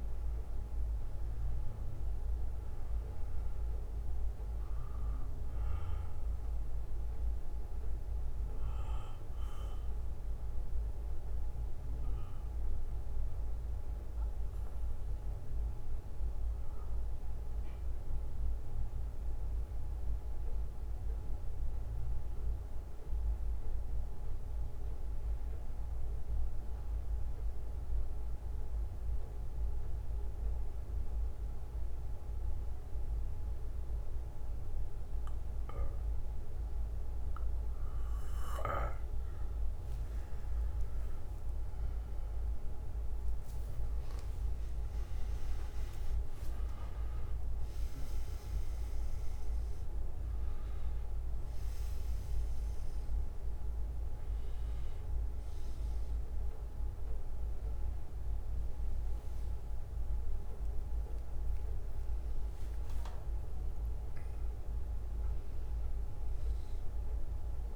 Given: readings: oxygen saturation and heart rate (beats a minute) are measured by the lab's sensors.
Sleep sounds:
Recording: breathing in sleep, hard to hear, by a room microphone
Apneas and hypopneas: 1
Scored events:
5.00-7.00 s: bradycardia (device-marked, heart rate 60 before, 61 extreme)
9.00-36.00 s: bradycardia (device-marked, heart rate 60 before, 48 extreme)
11.50-39.00 s: mixed apnea (oxygen 97% before, 90% lowest, heart rate 62 before, 49 extreme, up 13 after)
14.00-30.00 s: oxygen desaturation (device-marked, oxygen 95% before, 90% lowest, heart rate 62 before, 53 extreme)
45.00-49.00 s: arousal
58.00-60.00 s: bradycardia (device-marked, heart rate 60 before, 64 extreme)
From the record:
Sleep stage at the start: N2 (light sleep)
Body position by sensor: on the back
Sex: male

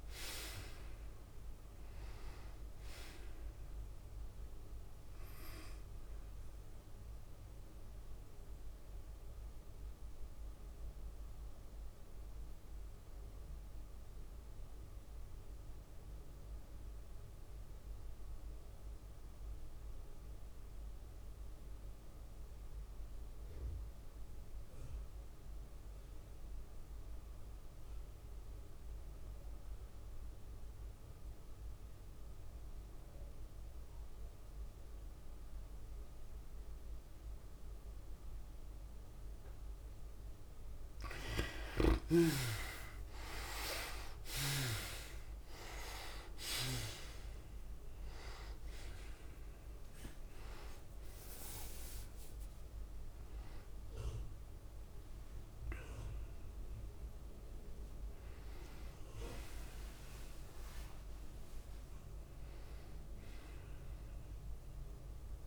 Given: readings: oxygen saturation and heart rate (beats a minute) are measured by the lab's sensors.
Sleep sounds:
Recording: breathing in sleep by a room microphone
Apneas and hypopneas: 1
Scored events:
0.00-10.00 s: tachycardia (device-marked, heart rate 106 extreme)
0.00-13.00 s: drop in pulse transit time (device-marked, heart rate 101 extreme)
0.00-14.00 s: oxygen desaturation (device-marked, oxygen 79% lowest, heart rate 88 extreme)
7.50-40.00 s: mixed apnea (oxygen 98% before, 72% lowest, heart rate 100 before, 88 extreme, up 17 after)
27.00-64.00 s: oxygen desaturation (device-marked, oxygen 97% before, 72% lowest, heart rate 100 before, 88 extreme)
42.50-47.00 s: arousal
43.00-58.00 s: drop in pulse transit time (device-marked, heart rate 93 before, 96 extreme)
43.00-65.47 s: tachycardia (device-marked, heart rate 109 before, 110 extreme)
From the record:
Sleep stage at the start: N2 (light sleep)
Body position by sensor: on the right side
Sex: female

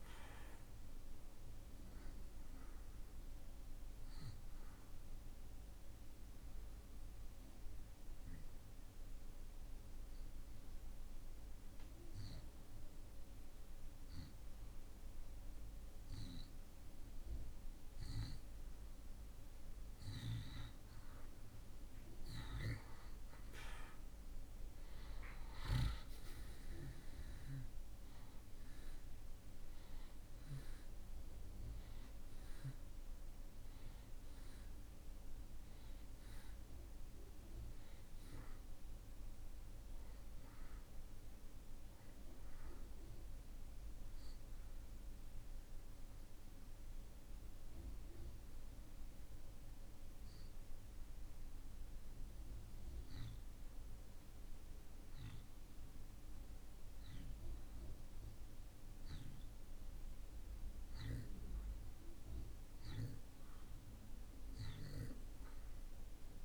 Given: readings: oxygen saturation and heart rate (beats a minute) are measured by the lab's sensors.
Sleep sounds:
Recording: breathing in sleep by a room microphone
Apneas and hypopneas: 2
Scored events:
0.00-13.00 s: oxygen desaturation (device-marked, oxygen 87% lowest)
5.50-18.50 s: obstructive apnea (oxygen 94% before, 84% lowest)
22.50-26.50 s: arousal
28.00-61.00 s: oxygen desaturation (device-marked, oxygen 94% before, 84% lowest)
46.00-60.00 s: obstructive apnea (oxygen 94% before, 83% lowest)
63.00-66.45 s: arousal
From the record:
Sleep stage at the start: N2 (light sleep)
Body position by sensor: on the back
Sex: male

